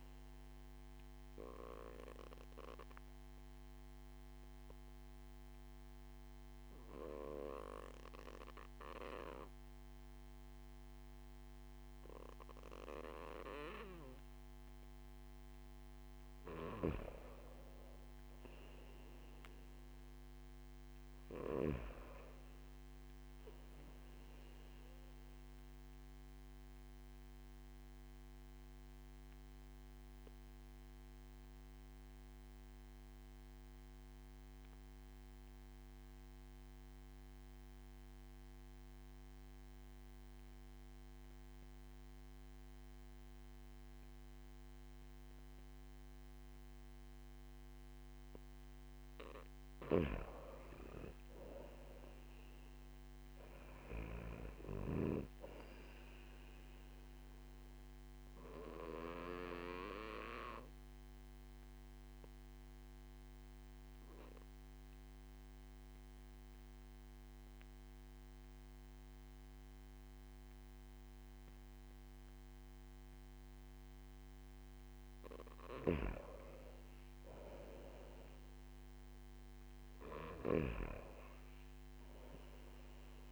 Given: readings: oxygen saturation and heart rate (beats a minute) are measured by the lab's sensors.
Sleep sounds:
breathing in sleep by a microphone on the trachea; 3
0.00-6.50 s: oxygen desaturation (device-marked, oxygen 93% lowest)
2.00-16.00 s: obstructive apnea (oxygen 97% before, 92% lowest)
18.00-21.50 s: arousal
26.00-49.50 s: obstructive apnea (oxygen 97% before, 92% lowest)
47.50-71.50 s: oxygen desaturation (device-marked, oxygen 97% before, 92% lowest)
51.00-54.50 s: arousal
58.50-74.00 s: obstructive apnea (oxygen 97% before, 92% lowest)
77.00-81.00 s: arousal
From the record:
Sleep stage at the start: N2 (light sleep); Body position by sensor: on the back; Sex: male

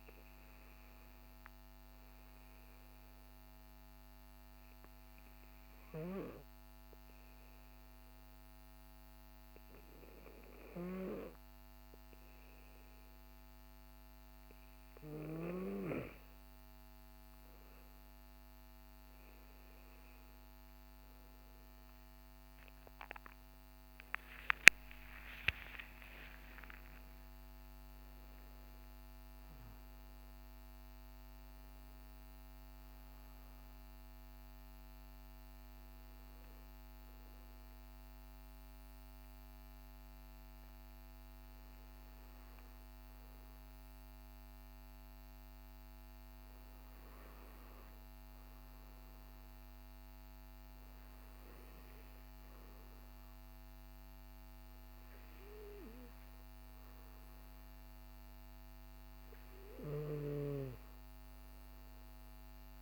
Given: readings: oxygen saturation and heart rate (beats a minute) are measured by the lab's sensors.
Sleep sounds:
breathing in sleep by a microphone on the trachea; 2
2.50-15.50 s: obstructive apnea (oxygen 97% before, 93% lowest, heart rate 56 before, 52 extreme, up 18 after)
22.00-27.00 s: arousal
36.50-49.00 s: hypopnea (oxygen 96% before, 95% lowest, heart rate 75 before, 49 extreme, up 10 after)
52.00-56.50 s: arousal
From the record:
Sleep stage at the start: N2 (light sleep); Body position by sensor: on the back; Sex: male

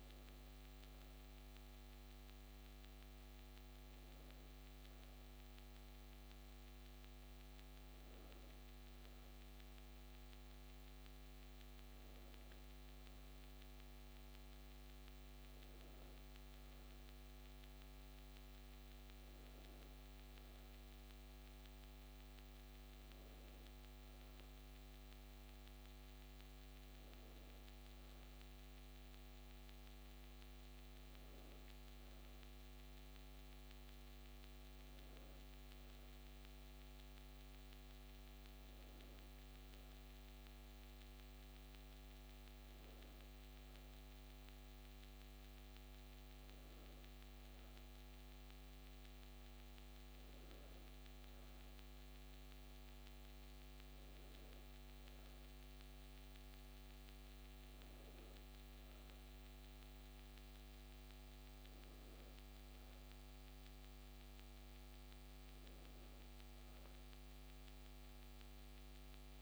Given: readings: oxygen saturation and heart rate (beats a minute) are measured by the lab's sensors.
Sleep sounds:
breathing in sleep, hard to hear, by a microphone on the trachea; none
none scored
From the record:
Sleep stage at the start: N2 (light sleep); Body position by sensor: on the back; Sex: female

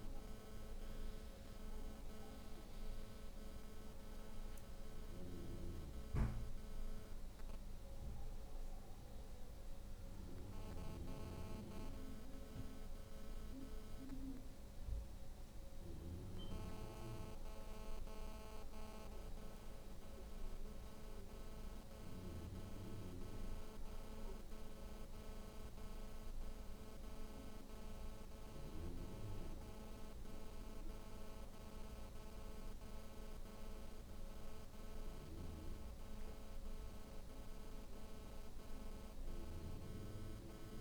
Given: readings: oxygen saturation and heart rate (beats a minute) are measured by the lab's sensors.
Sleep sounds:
a person partly awake in a sleep study, by a room microphone; none
10.50-40.81 s: new sleep stage, N1 (lightest sleep)
From the record:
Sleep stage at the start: awake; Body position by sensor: on the back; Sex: female

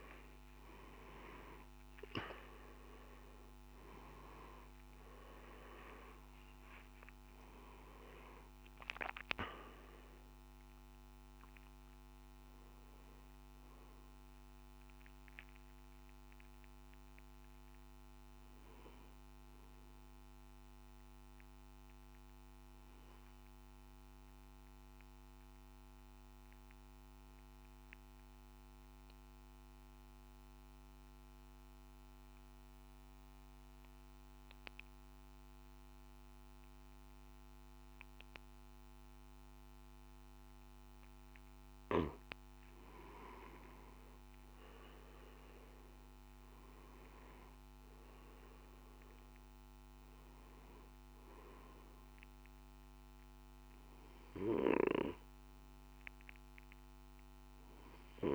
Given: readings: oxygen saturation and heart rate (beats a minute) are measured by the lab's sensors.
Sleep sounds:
breathing in sleep by a microphone on the trachea; 1
0.00-28.50 s: oxygen desaturation (device-marked, oxygen 88% lowest, heart rate 52 extreme)
20.50-40.00 s: obstructive apnea (oxygen 98% before, 88% lowest, heart rate 65 before, 49 extreme, up 9 after)
46.50-58.35 s: oxygen desaturation (device-marked, oxygen 98% before, 88% lowest, heart rate 54 before, 49 extreme)
From the record:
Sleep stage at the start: N1 (lightest sleep); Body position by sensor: on the back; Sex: male

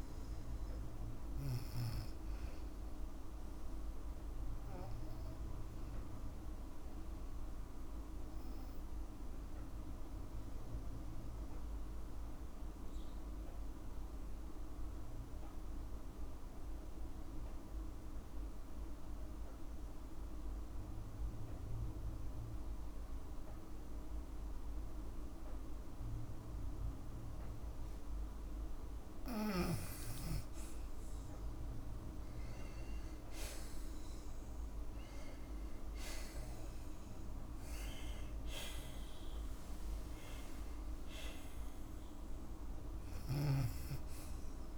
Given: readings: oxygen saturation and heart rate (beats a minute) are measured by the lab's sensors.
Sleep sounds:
breathing in sleep, hard to hear, by a room microphone; 1
6.00-27.50 s: obstructive apnea (oxygen 98% before, 92% lowest, heart rate 60 before, 53 extreme, up 5 after)
20.00-30.00 s: oxygen desaturation (device-marked, oxygen 98% before, 93% lowest, heart rate 55 before, 55 extreme)
33.00-37.00 s: arousal
From the record:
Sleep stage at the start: N2 (light sleep); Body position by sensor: on the back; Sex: female

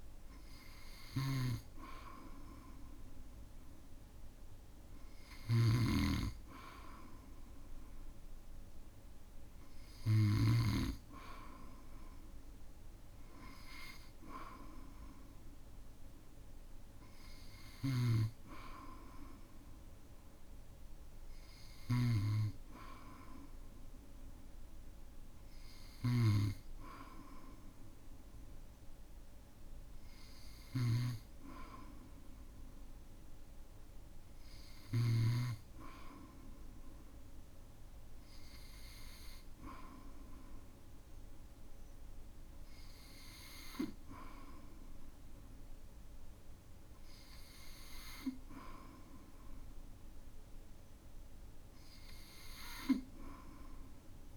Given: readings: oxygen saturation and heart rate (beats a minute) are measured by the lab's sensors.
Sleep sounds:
breathing in sleep by a room microphone; none
0.00-10.50 s: snoring (device-marked)
17.50-35.50 s: snoring (device-marked)
From the record:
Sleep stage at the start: N2 (light sleep); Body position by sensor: on the back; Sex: male

